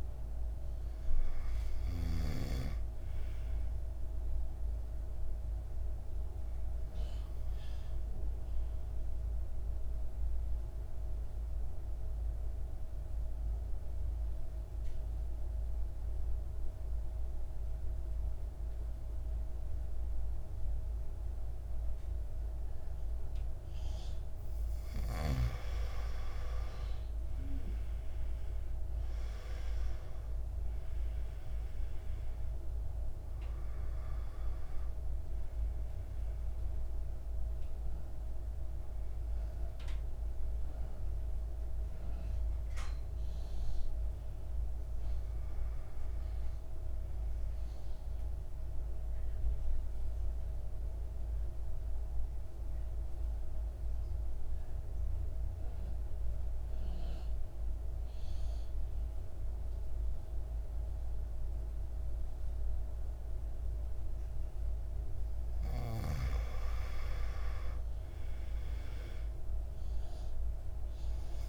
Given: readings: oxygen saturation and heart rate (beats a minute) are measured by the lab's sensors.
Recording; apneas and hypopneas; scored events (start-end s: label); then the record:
breathing in sleep by a room microphone; 2
2.50-20.50 s: oxygen desaturation (device-marked, oxygen 99% before, 89% lowest, heart rate 58 before, 52 extreme)
5.50-24.00 s: obstructive apnea (oxygen 99% before, 88% lowest, heart rate 59 before, 52 extreme, up 11 after)
27.50-31.00 s: arousal
33.50-54.50 s: oxygen desaturation (device-marked, oxygen 97% before, 89% lowest, heart rate 58 before, 52 extreme)
47.50-64.50 s: mixed apnea (oxygen 98% before, 86% lowest, heart rate 59 before, 53 extreme, up 8 after)
66.50-71.49 s: oxygen desaturation (device-marked, oxygen 99% before, 88% lowest, heart rate 55 before, 52 extreme)
67.00-70.50 s: arousal
From the record:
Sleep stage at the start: N2 (light sleep); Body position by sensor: on the back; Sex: male